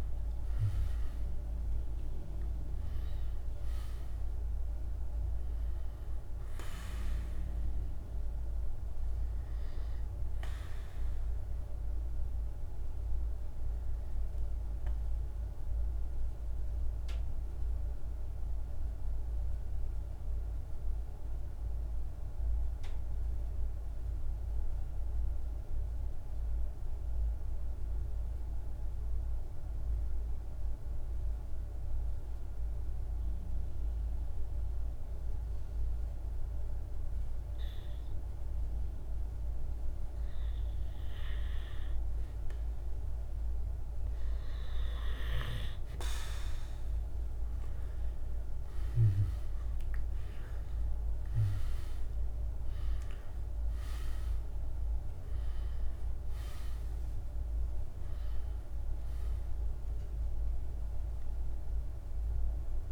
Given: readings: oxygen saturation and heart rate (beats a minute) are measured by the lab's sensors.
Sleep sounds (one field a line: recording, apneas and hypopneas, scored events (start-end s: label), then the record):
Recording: breathing in sleep, hard to hear, by a room microphone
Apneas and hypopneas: 1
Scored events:
0.00-23.50 s: oxygen desaturation (device-marked, oxygen 91% lowest, heart rate 46 extreme)
13.00-42.50 s: mixed apnea (oxygen 98% before, 90% lowest, heart rate 52 before, 46 extreme, up 4 after)
38.50-62.92 s: oxygen desaturation (device-marked, oxygen 99% before, 90% lowest, heart rate 48 before, 47 extreme)
46.00-51.50 s: arousal
From the record:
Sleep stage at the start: N2 (light sleep)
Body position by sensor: on the back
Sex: male